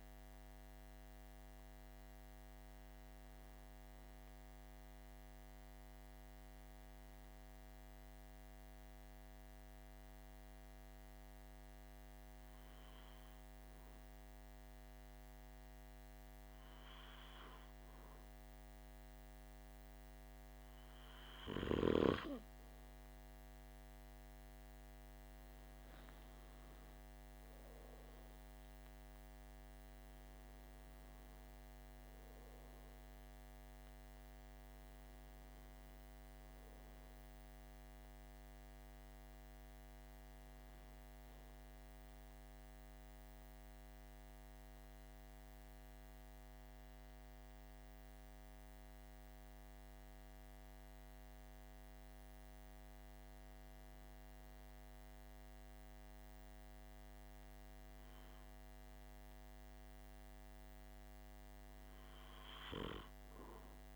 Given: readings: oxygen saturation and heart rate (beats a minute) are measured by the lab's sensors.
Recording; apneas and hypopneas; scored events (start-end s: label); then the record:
breathing in sleep, hard to hear, by a microphone on the trachea; 2
1.00-17.50 s: hypopnea (oxygen 96% before, 95% lowest, heart rate 51 before, 45 extreme, up 1 after)
22.50-28.00 s: arousal
43.50-55.50 s: hypopnea (oxygen 99% before, 95% lowest, heart rate 47 before, 45 extreme, up 2 after)
59.50-63.96 s: arousal
From the record:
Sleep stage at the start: N2 (light sleep); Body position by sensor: on the back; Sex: male